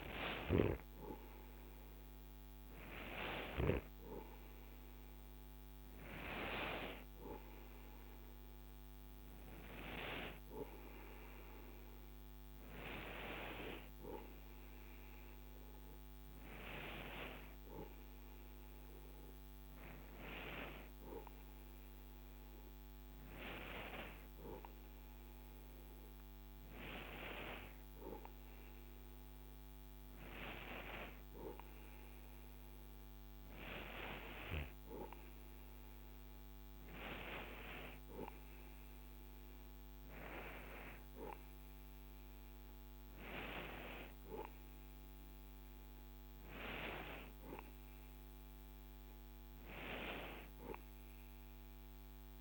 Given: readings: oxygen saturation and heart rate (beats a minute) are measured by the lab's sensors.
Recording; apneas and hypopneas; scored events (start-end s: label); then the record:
breathing in sleep by a microphone on the trachea; none
none scored
From the record:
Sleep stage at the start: N2 (light sleep); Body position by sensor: on the right side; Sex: male